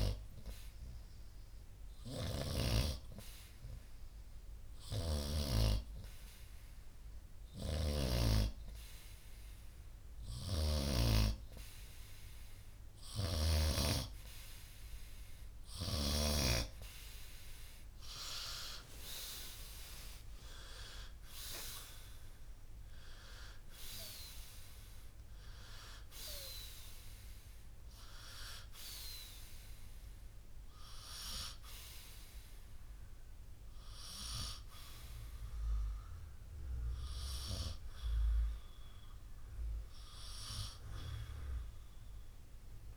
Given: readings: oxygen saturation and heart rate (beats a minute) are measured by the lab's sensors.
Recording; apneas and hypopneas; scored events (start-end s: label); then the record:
breathing in sleep by a room microphone; none
19.50-24.00 s: arousal
From the record:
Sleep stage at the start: N2 (light sleep); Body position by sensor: on the right side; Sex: male